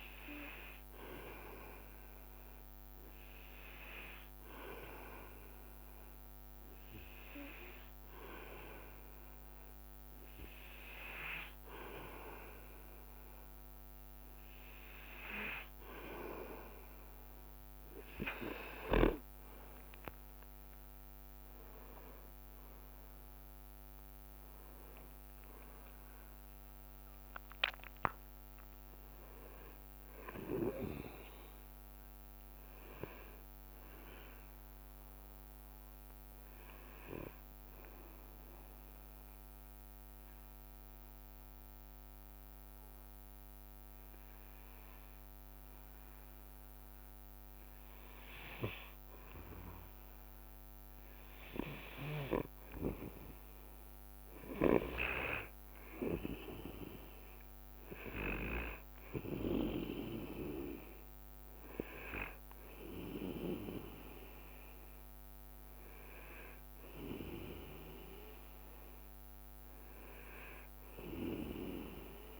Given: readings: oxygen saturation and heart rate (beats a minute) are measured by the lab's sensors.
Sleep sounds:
breathing in sleep by a microphone on the trachea; 1
1.00-6.00 s: leg movement (device-marked)
12.50-15.00 s: leg movement (device-marked)
19.00-23.00 s: leg movement (device-marked)
21.00-25.50 s: arousal
29.50-34.00 s: leg movement (device-marked)
39.50-50.50 s: hypopnea (oxygen 98% before, 94% lowest, heart rate 72 before, 63 extreme, up 5 after)
50.00-53.00 s: leg movement (device-marked)
52.50-56.00 s: arousal
54.00-72.00 s: oxygen desaturation (device-marked, oxygen 99% before, 94% lowest, heart rate 66 before, 63 extreme)
From the record:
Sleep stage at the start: N2 (light sleep); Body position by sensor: on the back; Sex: male

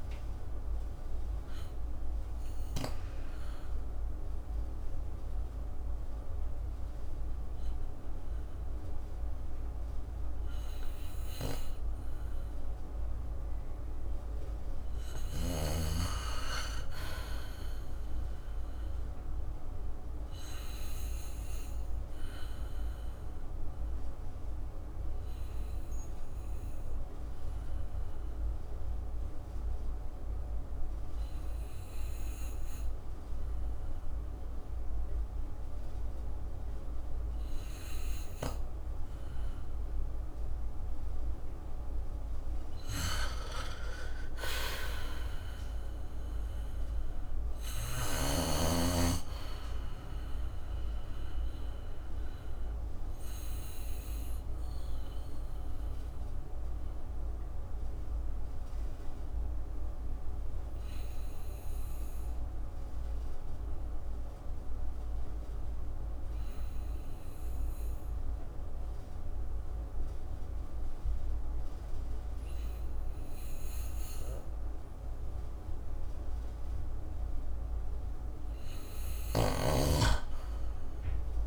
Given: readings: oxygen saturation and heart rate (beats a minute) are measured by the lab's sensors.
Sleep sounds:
breathing in sleep by a room microphone; 3
1.00-13.50 s: obstructive apnea (oxygen 96% before, 87% lowest, heart rate 56 before, 52 extreme)
13.50-29.50 s: oxygen desaturation (device-marked, oxygen 95% before, 87% lowest, heart rate 60 before, 48 extreme)
15.00-17.50 s: arousal
20.50-40.00 s: obstructive apnea (oxygen 96% before, 87% lowest, heart rate 59 before, 48 extreme, up 3 after)
28.50-81.47 s: new sleep stage, N2 (light sleep)
42.00-46.00 s: arousal
43.00-45.00 s: long interval between heartbeats (device-marked, heart rate 55 before, 55 extreme)
52.50-77.00 s: obstructive apnea (oxygen 96% before, 84% lowest, heart rate 53 before, 51 extreme, up 8 after)
65.50-75.50 s: oxygen desaturation (device-marked, oxygen 95% before, 87% lowest, heart rate 54 before, 54 extreme)
From the record:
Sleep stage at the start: N1 (lightest sleep); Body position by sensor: on the back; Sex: male

